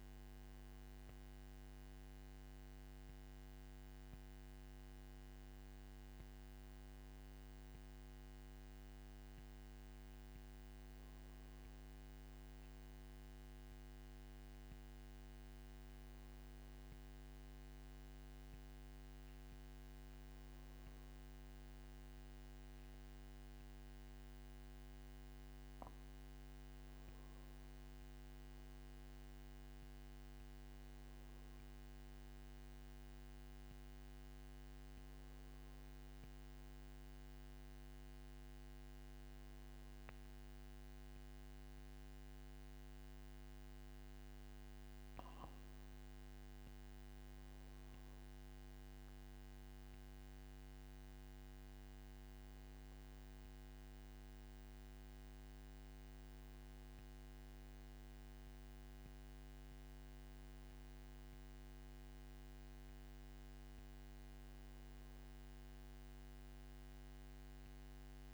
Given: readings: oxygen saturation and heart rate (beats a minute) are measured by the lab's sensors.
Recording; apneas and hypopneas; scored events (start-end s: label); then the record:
breathing in sleep, hard to hear, by a microphone on the trachea; none
none scored
From the record:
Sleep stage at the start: N2 (light sleep); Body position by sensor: on the back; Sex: male